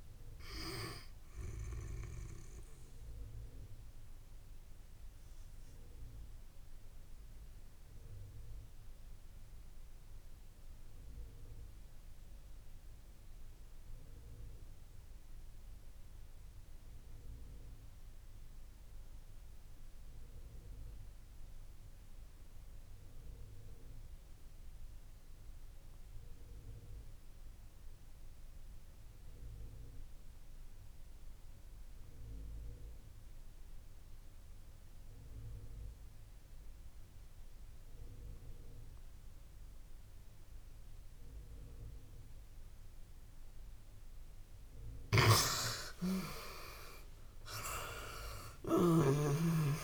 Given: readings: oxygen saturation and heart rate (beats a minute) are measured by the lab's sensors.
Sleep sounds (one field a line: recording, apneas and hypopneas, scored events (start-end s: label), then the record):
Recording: breathing in sleep by a room microphone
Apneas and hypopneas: 1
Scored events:
0.00-19.00 s: oxygen desaturation (device-marked, oxygen 87% lowest)
3.00-43.50 s: obstructive apnea (oxygen 97% before, 80% lowest)
33.00-49.84 s: oxygen desaturation (device-marked, oxygen 98% before, 80% lowest)
44.50-48.50 s: snoring (device-marked)
47.50-49.84 s: arousal
From the record:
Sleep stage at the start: N2 (light sleep)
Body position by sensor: on the back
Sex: female